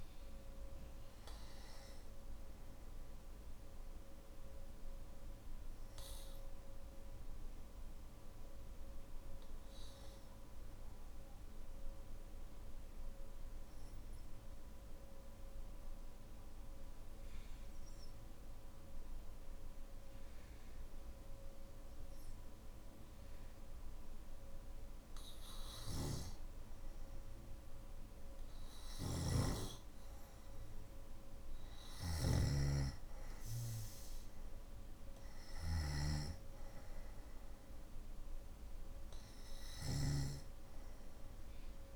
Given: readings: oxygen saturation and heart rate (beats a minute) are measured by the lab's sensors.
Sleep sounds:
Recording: breathing in sleep by a room microphone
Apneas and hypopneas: 1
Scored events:
0.00-14.00 s: oxygen desaturation (device-marked, oxygen 91% lowest, heart rate 48 extreme)
10.00-29.50 s: obstructive apnea (oxygen 98% before, 91% lowest, heart rate 54 before, 52 extreme, up 5 after)
31.50-39.50 s: snoring (device-marked)
32.00-41.96 s: oxygen desaturation (device-marked, oxygen 98% before, 93% lowest, heart rate 55 before, 50 extreme)
From the record:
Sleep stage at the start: N1 (lightest sleep)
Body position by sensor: on the back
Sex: male

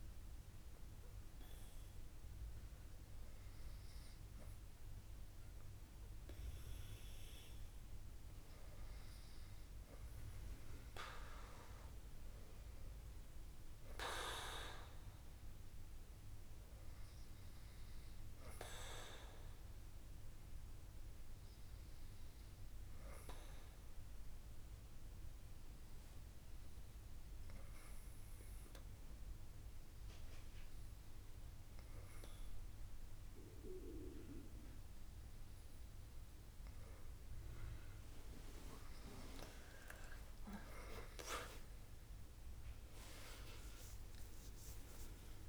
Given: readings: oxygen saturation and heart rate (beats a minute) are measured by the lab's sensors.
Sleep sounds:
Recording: breathing in sleep by a room microphone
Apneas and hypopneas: 1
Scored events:
22.50-36.50 s: hypopnea (oxygen 99% before, 96% lowest, heart rate 65 before, 63 extreme, up 8 after)
42.50-45.49 s: arousal
From the record:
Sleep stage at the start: N2 (light sleep)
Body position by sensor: on the back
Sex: female

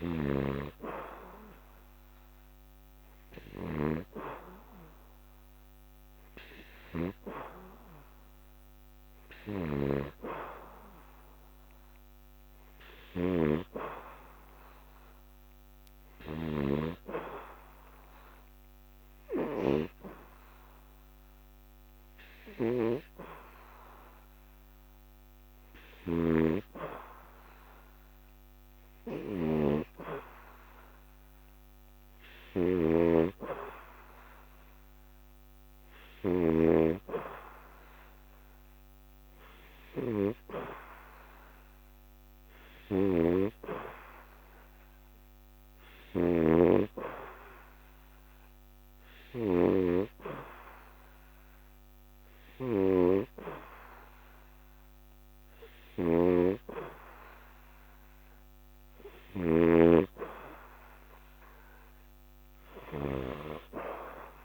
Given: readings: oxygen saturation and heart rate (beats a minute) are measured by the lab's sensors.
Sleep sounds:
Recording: breathing in sleep by a microphone on the trachea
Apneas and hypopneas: none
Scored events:
none scored
From the record:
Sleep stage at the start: N2 (light sleep)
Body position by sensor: on the back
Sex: male

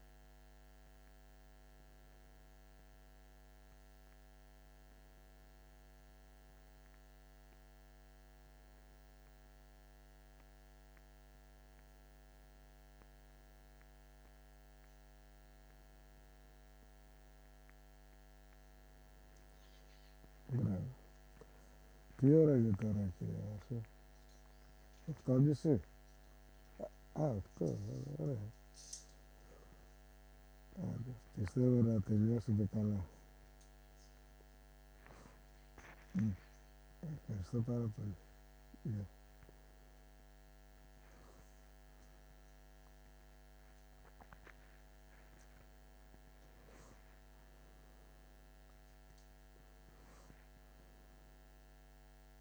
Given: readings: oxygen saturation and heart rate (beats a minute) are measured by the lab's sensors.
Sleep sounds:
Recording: a person awake in a sleep study, by a microphone on the trachea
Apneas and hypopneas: none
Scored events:
21.50-51.50 s: new sleep stage, awake
51.50-52.41 s: new sleep stage, N1 (lightest sleep)
From the record:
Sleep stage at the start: N1 (lightest sleep)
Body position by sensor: on the back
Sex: male

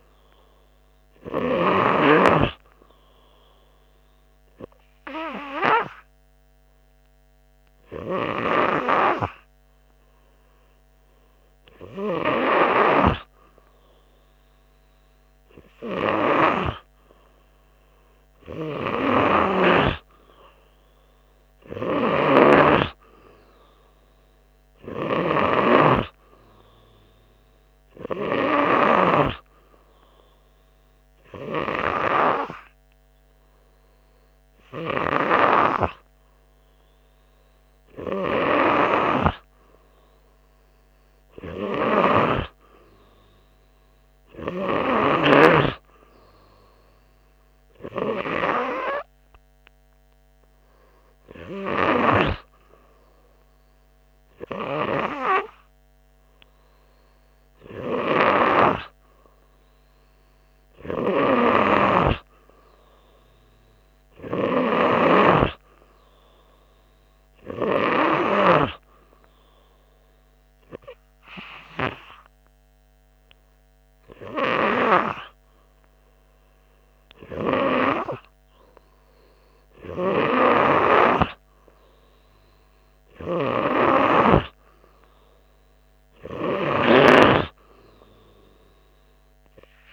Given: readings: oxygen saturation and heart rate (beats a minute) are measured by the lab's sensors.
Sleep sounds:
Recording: breathing in sleep by a microphone on the trachea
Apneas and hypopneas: none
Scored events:
none scored
From the record:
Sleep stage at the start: N3 (deep sleep)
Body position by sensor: on the front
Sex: male

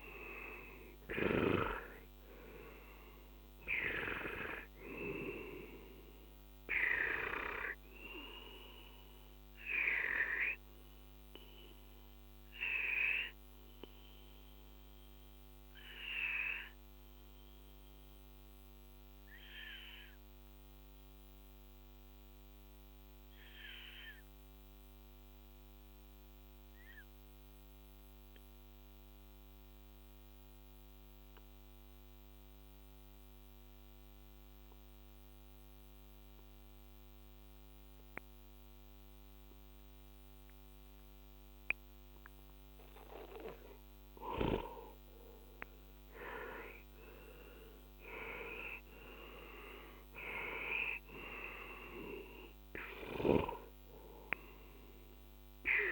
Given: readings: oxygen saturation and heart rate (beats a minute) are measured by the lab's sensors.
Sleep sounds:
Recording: breathing in sleep by a microphone on the trachea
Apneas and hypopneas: 1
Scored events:
0.00-14.50 s: oxygen desaturation (device-marked, oxygen 92% lowest, heart rate 40 extreme)
7.50-43.50 s: obstructive apnea (oxygen 98% before, 89% lowest, heart rate 52 before, 38 extreme, up 11 after)
39.50-49.50 s: oxygen desaturation (device-marked, oxygen 99% before, 94% lowest, heart rate 44 before, 38 extreme)
45.50-50.50 s: arousal
51.50-55.92 s: oxygen desaturation (device-marked, oxygen 98% before, 89% lowest, heart rate 50 before, 38 extreme)
From the record:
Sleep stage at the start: N2 (light sleep)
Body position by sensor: on the back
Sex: male

